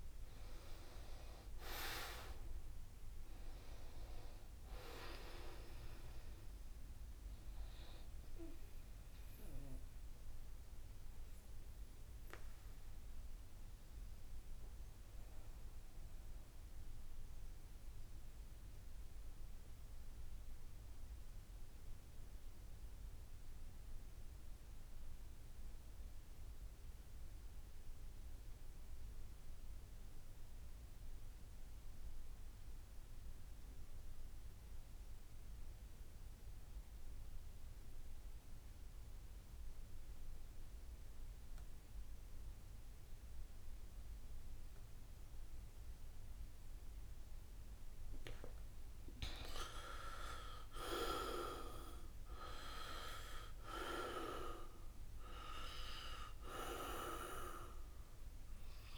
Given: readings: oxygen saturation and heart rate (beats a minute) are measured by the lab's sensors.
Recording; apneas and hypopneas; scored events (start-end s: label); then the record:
breathing in sleep by a room microphone; 1
0.00-19.00 s: oxygen desaturation (device-marked, oxygen 76% lowest, heart rate 65 extreme)
9.50-47.50 s: obstructive apnea (oxygen 93% before, 76% lowest, heart rate 78 before, 65 extreme, up 17 after)
32.00-58.97 s: oxygen desaturation (device-marked, oxygen 98% before, 76% lowest, heart rate 68 before, 64 extreme)
49.50-53.50 s: arousal
53.50-55.50 s: long interval between heartbeats (device-marked, heart rate 73 before, 87 extreme)
From the record:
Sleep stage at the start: N2 (light sleep); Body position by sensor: on the back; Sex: male